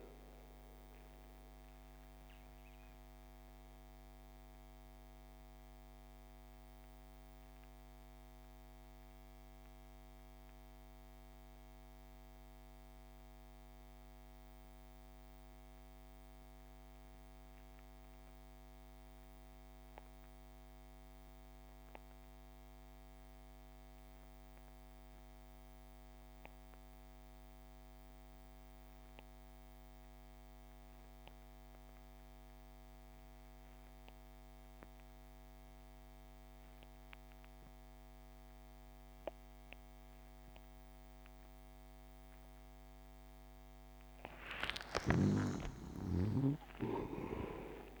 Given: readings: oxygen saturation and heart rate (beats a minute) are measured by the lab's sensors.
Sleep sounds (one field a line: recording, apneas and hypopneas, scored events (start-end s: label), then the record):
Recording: breathing in sleep by a microphone on the trachea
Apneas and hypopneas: 1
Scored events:
0.00-18.00 s: oxygen desaturation (device-marked, oxygen 71% lowest)
3.00-43.50 s: mixed apnea (oxygen 95% before, 68% lowest)
34.00-48.00 s: oxygen desaturation (device-marked, oxygen 96% before, 68% lowest)
44.50-48.00 s: arousal
44.50-48.00 s: snoring (device-marked)
From the record:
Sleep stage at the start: REM sleep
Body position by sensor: on the back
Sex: male